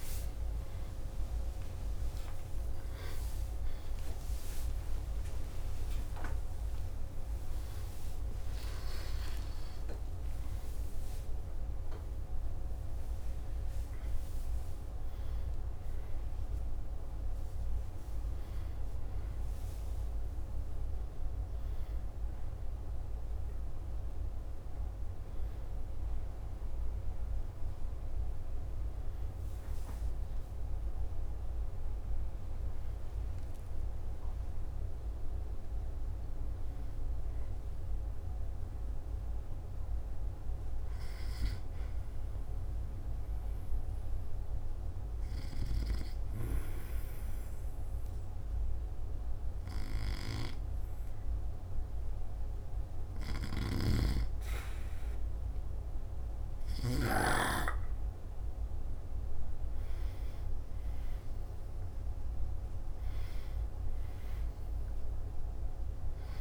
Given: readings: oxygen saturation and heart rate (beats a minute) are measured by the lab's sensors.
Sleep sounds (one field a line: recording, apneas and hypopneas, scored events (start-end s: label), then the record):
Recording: a person awake in a sleep study, by a room microphone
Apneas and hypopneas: 1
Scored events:
0.00-9.50 s: oxygen desaturation (device-marked, oxygen 89% lowest, heart rate 60 extreme)
4.00-6.00 s: long interval between heartbeats (device-marked, heart rate 76 before, 71 extreme)
8.00-10.00 s: long interval between heartbeats (device-marked, heart rate 81 before, 79 extreme)
27.50-38.50 s: oxygen desaturation (device-marked, oxygen 94% before, 89% lowest, heart rate 71 before, 52 extreme)
42.50-66.41 s: new sleep stage, N1 (lightest sleep)
46.00-59.00 s: hypopnea (oxygen 99% before, 92% lowest, heart rate 60 before, 52 extreme, up 2 after)
61.00-64.50 s: arousal
From the record:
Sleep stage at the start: awake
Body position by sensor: on the back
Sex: male